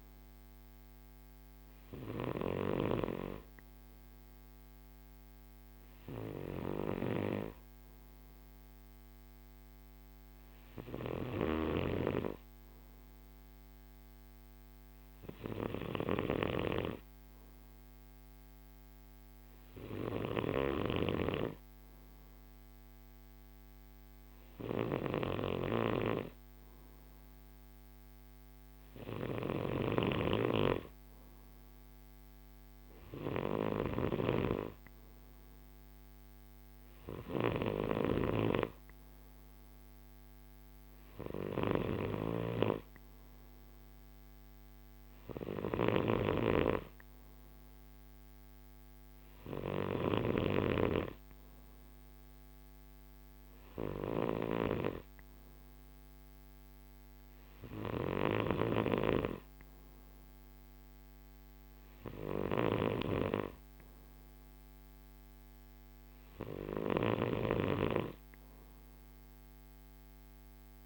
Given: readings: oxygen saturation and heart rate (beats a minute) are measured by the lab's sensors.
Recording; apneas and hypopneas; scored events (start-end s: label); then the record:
breathing in sleep by a microphone on the trachea; none
11.00-25.50 s: snoring (device-marked)
33.50-38.00 s: snoring (device-marked)
46.00-50.00 s: snoring (device-marked)
From the record:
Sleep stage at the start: N2 (light sleep); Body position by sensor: on the right side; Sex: male